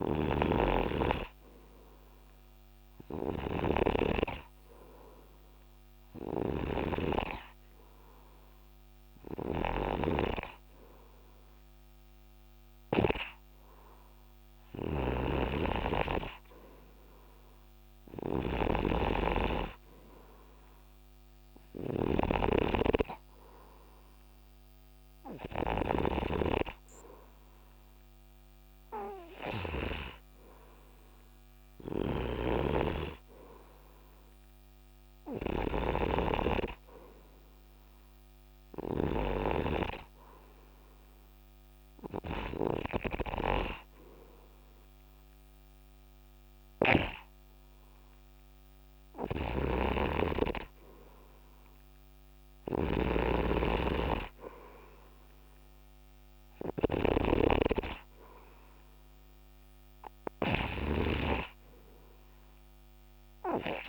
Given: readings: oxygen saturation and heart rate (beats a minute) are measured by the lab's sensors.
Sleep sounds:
breathing in sleep by a microphone on the trachea; none
0.00-14.00 s: snoring (device-marked)
16.00-30.50 s: snoring (device-marked)
32.50-48.00 s: snoring (device-marked)
44.00-63.89 s: new sleep stage, N2 (light sleep)
50.00-63.89 s: snoring (device-marked)
From the record:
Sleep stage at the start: N3 (deep sleep); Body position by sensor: on the right side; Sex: male

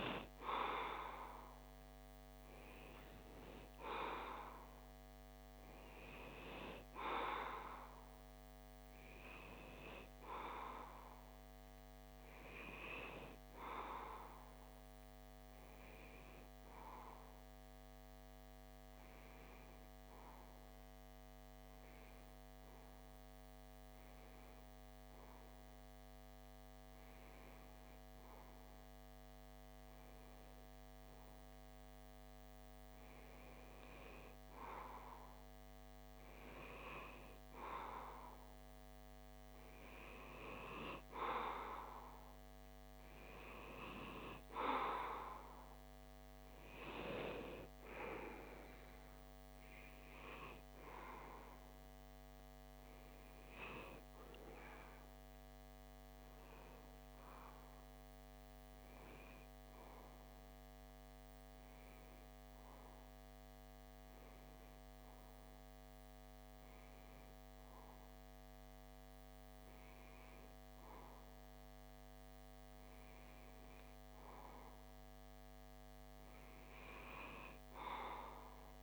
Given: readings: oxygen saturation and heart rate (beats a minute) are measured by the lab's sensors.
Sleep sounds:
breathing in sleep by a microphone on the trachea; 2
0.00-1.50 s: arousal
15.50-33.00 s: hypopnea (oxygen 96% before, 92% lowest)
35.50-39.50 s: arousal
41.50-54.50 s: oxygen desaturation (device-marked, oxygen 96% before, 92% lowest)
55.00-74.00 s: hypopnea (oxygen 96% before, 92% lowest)
76.50-78.83 s: arousal
From the record:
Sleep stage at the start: N2 (light sleep); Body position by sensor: on the left side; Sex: male

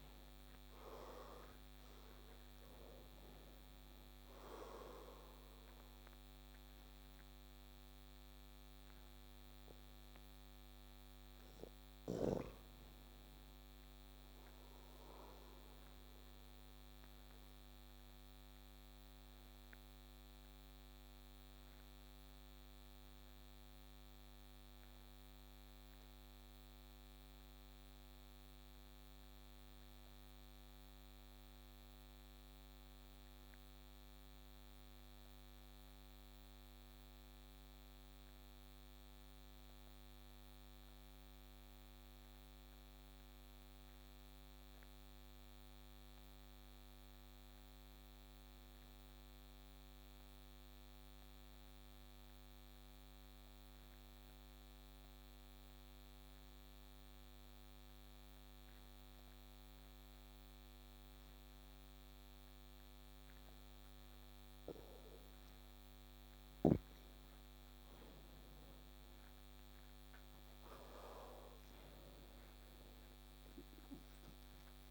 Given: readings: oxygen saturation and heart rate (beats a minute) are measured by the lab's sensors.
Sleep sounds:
breathing in sleep by a microphone on the trachea; 1
0.00-1.50 s: arousal
0.00-18.50 s: oxygen desaturation (device-marked, oxygen 90% lowest)
16.50-66.00 s: obstructive apnea (oxygen 96% before, 88% lowest)
20.50-33.50 s: oxygen desaturation (device-marked, oxygen 91% before, 88% lowest)
68.50-71.50 s: arousal
From the record:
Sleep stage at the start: N2 (light sleep); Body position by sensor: on the back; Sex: male

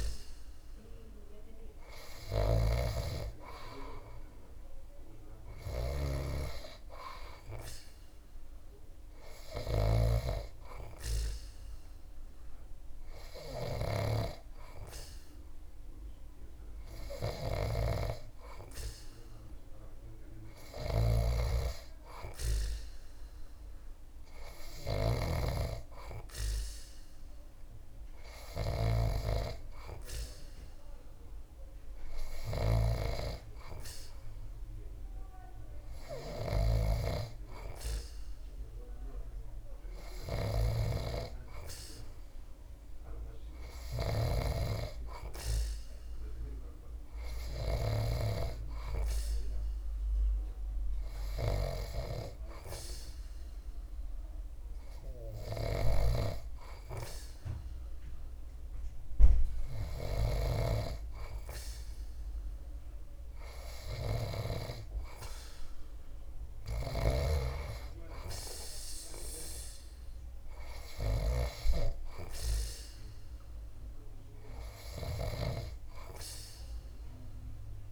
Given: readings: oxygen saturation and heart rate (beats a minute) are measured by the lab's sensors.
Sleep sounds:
breathing in sleep by a room microphone; none
0.00-13.50 s: snoring (device-marked)
20.50-47.50 s: snoring (device-marked)
55.00-75.00 s: snoring (device-marked)
From the record:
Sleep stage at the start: N2 (light sleep); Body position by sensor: on the back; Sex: male

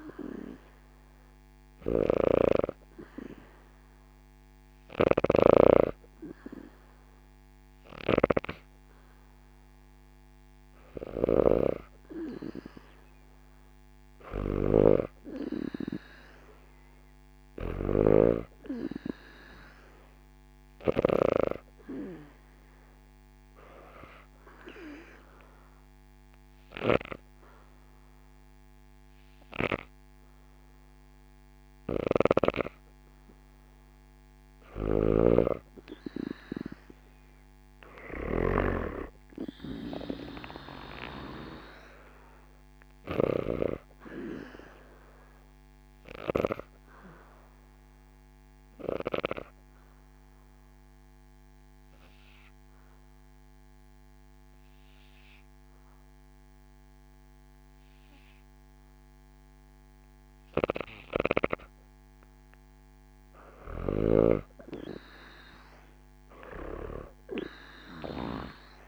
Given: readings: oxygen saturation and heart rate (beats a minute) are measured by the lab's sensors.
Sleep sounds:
breathing in sleep by a microphone on the trachea; 2
0.00-21.00 s: snoring (device-marked)
23.50-35.00 s: obstructive apnea (oxygen 94% before, 85% lowest, heart rate 74 before, 71 extreme, up 0 after)
31.50-43.00 s: snoring (device-marked)
36.50-40.00 s: arousal
42.00-57.00 s: oxygen desaturation (device-marked, oxygen 95% before, 88% lowest, heart rate 75 before, 70 extreme)
47.00-61.00 s: obstructive apnea (oxygen 95% before, 82% lowest, heart rate 75 before, 70 extreme, up 1 after)
63.00-65.50 s: arousal
63.50-68.88 s: snoring (device-marked)
67.00-68.88 s: oxygen desaturation (device-marked, oxygen 98% before, 85% lowest, heart rate 72 before, 69 extreme)
From the record:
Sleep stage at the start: N2 (light sleep); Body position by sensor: on the back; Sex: female

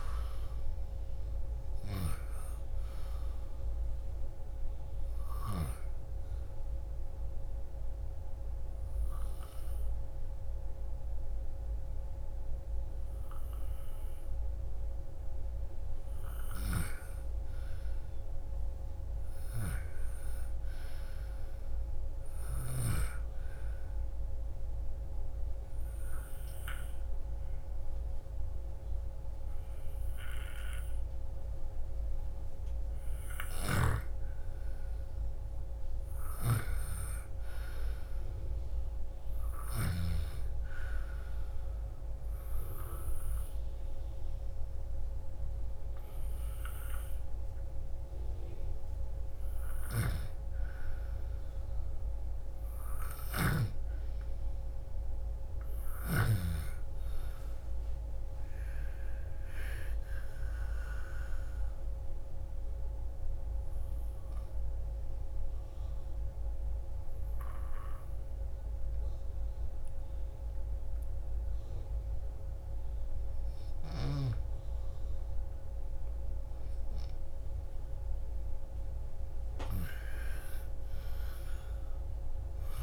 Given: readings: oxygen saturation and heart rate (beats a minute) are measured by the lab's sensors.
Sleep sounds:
breathing in sleep by a room microphone; 4
6.50-16.50 s: obstructive apnea (oxygen 98% before, 91% lowest, heart rate 57 before, 34 extreme, up 23 after)
17.50-21.50 s: arousal
23.50-34.00 s: obstructive apnea (oxygen 98% before, 92% lowest, heart rate 54 before, 34 extreme, up 0 after)
33.50-40.00 s: snoring (device-marked)
35.50-39.00 s: arousal
41.00-51.00 s: obstructive apnea (oxygen 98% before, 92% lowest, heart rate 49 before, 34 extreme, up 21 after)
45.00-58.00 s: oxygen desaturation (device-marked, oxygen 96% before, 92% lowest, heart rate 45 before, 34 extreme)
53.00-56.50 s: snoring (device-marked)
54.00-57.50 s: arousal
63.00-75.50 s: obstructive apnea (oxygen 96% before, 90% lowest, heart rate 47 before, 38 extreme, up 24 after)
64.00-73.00 s: oxygen desaturation (device-marked, oxygen 96% before, 92% lowest, heart rate 49 before, 38 extreme)
77.00-80.50 s: arousal
From the record:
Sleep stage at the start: N2 (light sleep); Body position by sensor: on the back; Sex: female

